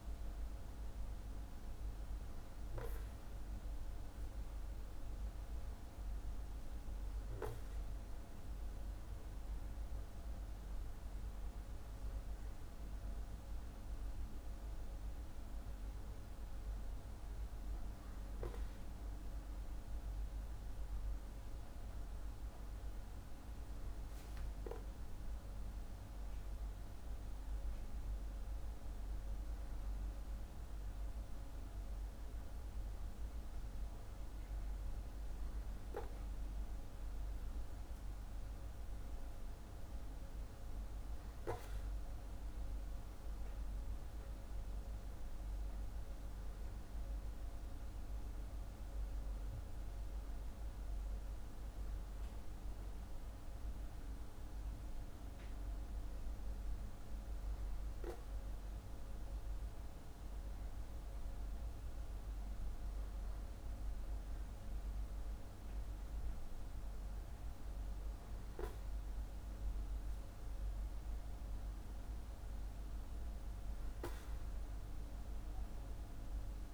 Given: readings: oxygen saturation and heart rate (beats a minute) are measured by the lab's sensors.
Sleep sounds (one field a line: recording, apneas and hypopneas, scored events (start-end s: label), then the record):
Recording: breathing in sleep, hard to hear, by a room microphone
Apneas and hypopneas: none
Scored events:
none scored
From the record:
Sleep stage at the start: N2 (light sleep)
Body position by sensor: on the back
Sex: male